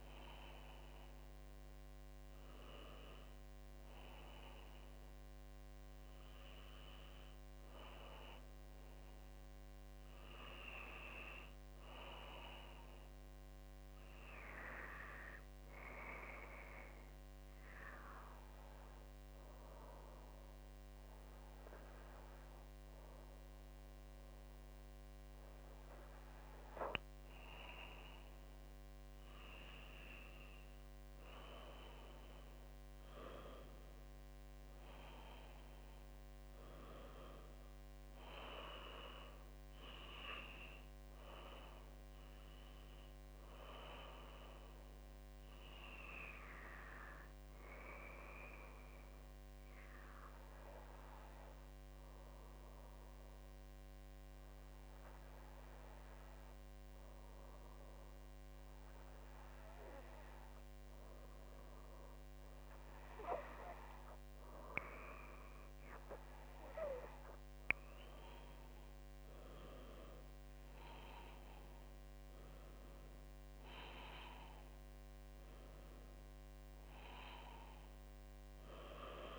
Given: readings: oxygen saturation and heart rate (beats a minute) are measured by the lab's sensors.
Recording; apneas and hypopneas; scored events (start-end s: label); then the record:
breathing in sleep by a microphone on the trachea; 2
9.00-13.00 s: arousal
16.50-28.00 s: hypopnea (oxygen 97% before, 95% lowest, heart rate 55 before, 51 extreme, up 4 after)
31.50-35.00 s: arousal
49.00-62.50 s: hypopnea (oxygen 97% before, 95% lowest, heart rate 55 before, 52 extreme, up 5 after)
64.00-67.00 s: arousal
From the record:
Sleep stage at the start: N2 (light sleep); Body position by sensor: on the left side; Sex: female